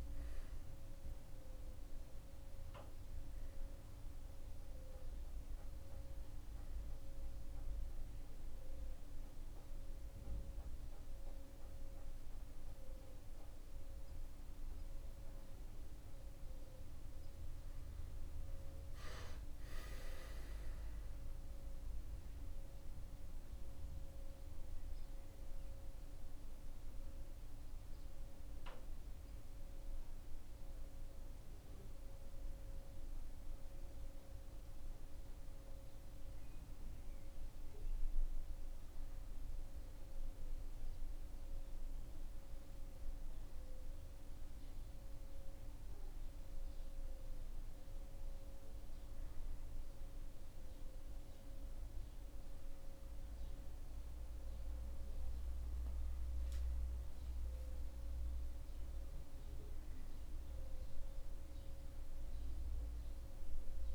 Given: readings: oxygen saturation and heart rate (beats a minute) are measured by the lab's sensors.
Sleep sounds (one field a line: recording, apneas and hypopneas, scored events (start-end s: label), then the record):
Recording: breathing in sleep, hard to hear, by a room microphone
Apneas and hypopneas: none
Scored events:
none scored
From the record:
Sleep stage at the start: N2 (light sleep)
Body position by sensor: on the back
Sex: male